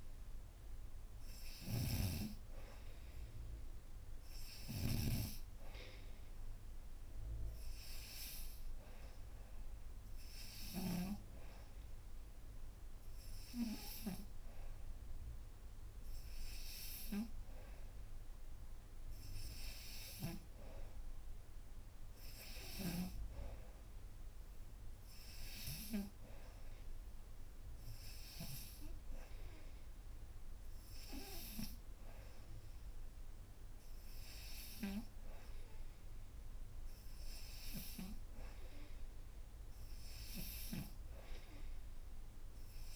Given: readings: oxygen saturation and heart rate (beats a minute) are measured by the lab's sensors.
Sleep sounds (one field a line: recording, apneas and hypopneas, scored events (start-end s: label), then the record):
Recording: breathing in sleep by a room microphone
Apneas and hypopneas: none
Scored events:
none scored
From the record:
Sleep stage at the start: N3 (deep sleep)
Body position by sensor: upright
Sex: female